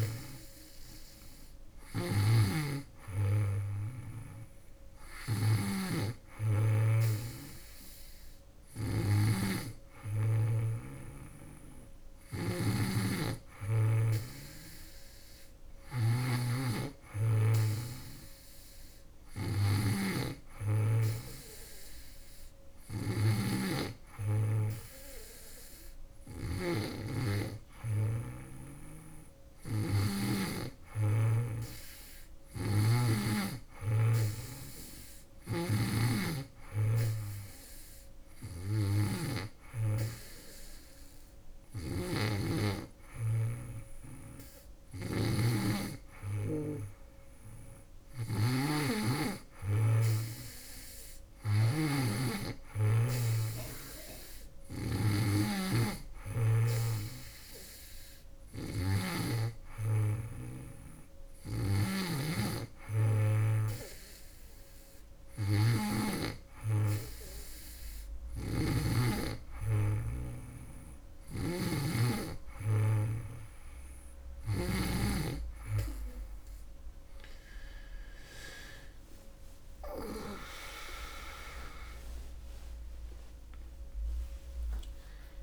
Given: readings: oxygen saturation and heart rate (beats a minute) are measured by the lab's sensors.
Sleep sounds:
breathing in sleep by a room microphone; none
0.00-39.00 s: snoring (device-marked)
41.00-68.50 s: snoring (device-marked)
70.50-74.50 s: snoring (device-marked)
82.00-85.43 s: arousal
From the record:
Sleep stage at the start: N2 (light sleep); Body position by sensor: on the back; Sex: female

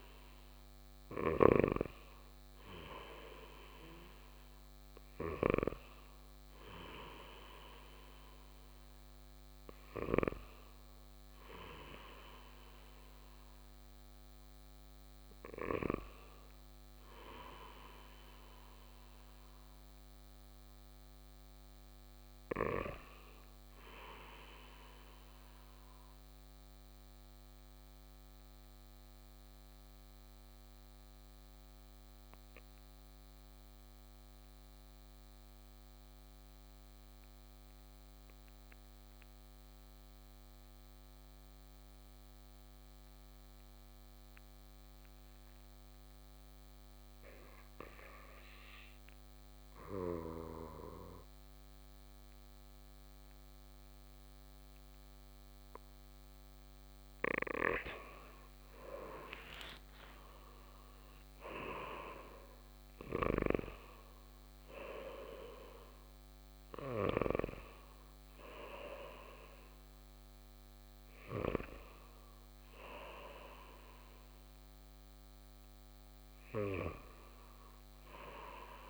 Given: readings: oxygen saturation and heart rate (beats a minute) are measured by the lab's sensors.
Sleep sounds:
breathing in sleep by a microphone on the trachea; 1
0.00-2.00 s: snoring (device-marked)
0.00-9.50 s: oxygen desaturation (device-marked, oxygen 92% lowest, heart rate 55 extreme)
25.00-46.50 s: obstructive apnea (oxygen 97% before, 91% lowest, heart rate 58 before, 56 extreme, up 2 after)
48.50-51.00 s: arousal
54.50-78.50 s: oxygen desaturation (device-marked, oxygen 97% before, 91% lowest, heart rate 58 before, 55 extreme)
58.00-63.50 s: arousal
From the record:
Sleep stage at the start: N2 (light sleep); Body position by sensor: on the right side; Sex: male

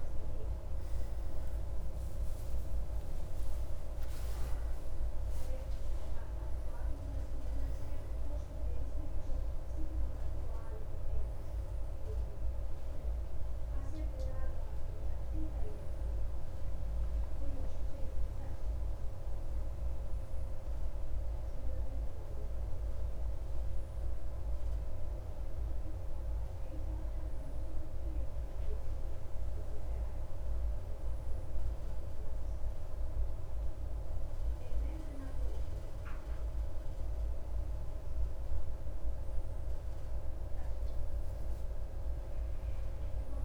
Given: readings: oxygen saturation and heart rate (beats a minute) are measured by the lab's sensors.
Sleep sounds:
a person partly awake in a sleep study, hard to hear, by a room microphone; none
16.50-43.45 s: new sleep stage, N1 (lightest sleep)
From the record:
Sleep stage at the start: awake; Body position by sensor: on the right side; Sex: male

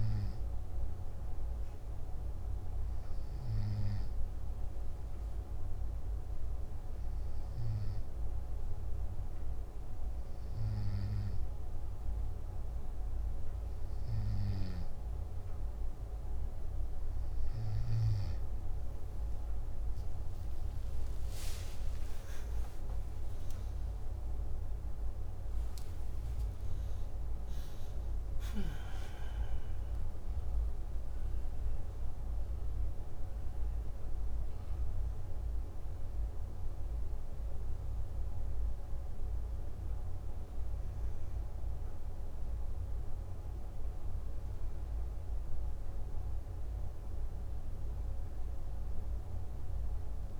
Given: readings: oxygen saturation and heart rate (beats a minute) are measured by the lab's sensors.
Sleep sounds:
breathing in sleep, hard to hear, by a room microphone; none
21.00-27.50 s: arousal
From the record:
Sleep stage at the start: N2 (light sleep); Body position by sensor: on the back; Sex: male

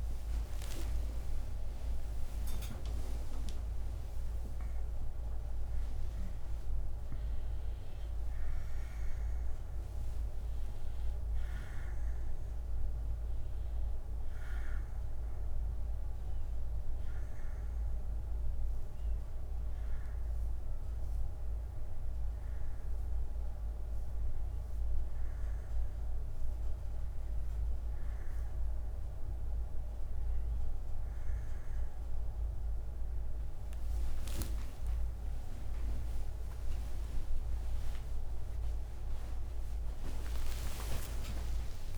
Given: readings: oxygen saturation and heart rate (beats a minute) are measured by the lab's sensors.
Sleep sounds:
a person partly awake in a sleep study, by a room microphone; none
0.50-5.50 s: arousal
11.00-15.00 s: bradycardia (device-marked, heart rate 65 before, 59 extreme)
30.00-41.97 s: new sleep stage, awake
From the record:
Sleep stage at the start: N1 (lightest sleep); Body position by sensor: on the back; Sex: male

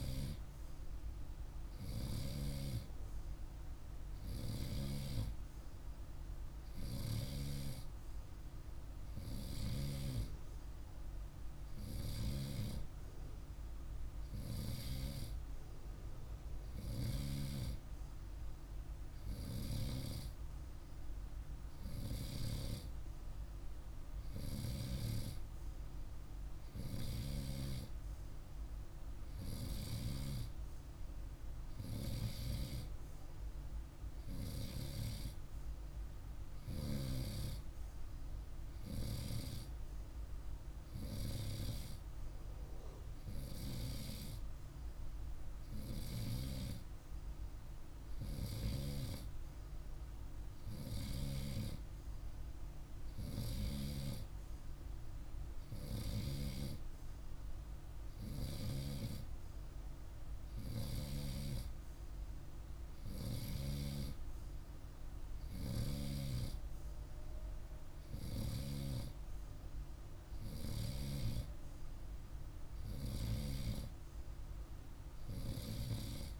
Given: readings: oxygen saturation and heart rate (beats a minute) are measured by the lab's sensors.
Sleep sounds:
breathing in sleep by a room microphone; none
none scored
From the record:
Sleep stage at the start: N2 (light sleep); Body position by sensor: on the right side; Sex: male

